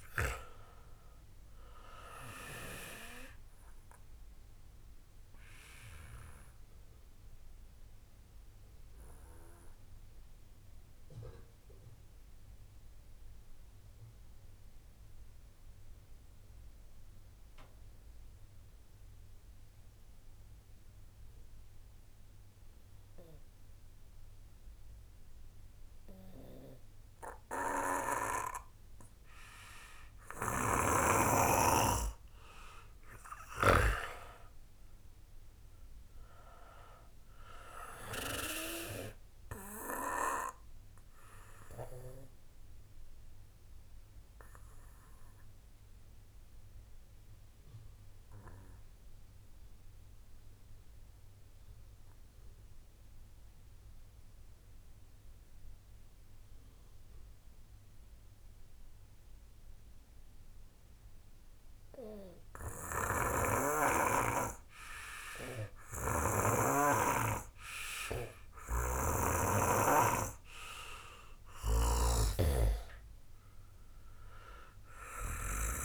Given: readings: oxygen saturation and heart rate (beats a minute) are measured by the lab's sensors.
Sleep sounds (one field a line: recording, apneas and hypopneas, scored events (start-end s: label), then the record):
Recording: breathing in sleep by a room microphone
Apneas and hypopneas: 2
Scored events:
0.00-20.00 s: oxygen desaturation (device-marked, oxygen 89% lowest)
5.00-31.50 s: obstructive apnea (oxygen 96% before, 88% lowest)
32.50-35.50 s: arousal
34.00-56.00 s: oxygen desaturation (device-marked, oxygen 96% before, 89% lowest)
41.50-69.50 s: obstructive apnea (oxygen 97% before, 88% lowest, heart rate 56 before, 40 extreme, up 7 after)
65.00-75.85 s: oxygen desaturation (device-marked, oxygen 97% before, 88% lowest)
69.00-75.85 s: snoring (device-marked)
71.50-74.50 s: arousal
From the record:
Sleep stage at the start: N2 (light sleep)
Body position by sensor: on the back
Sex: male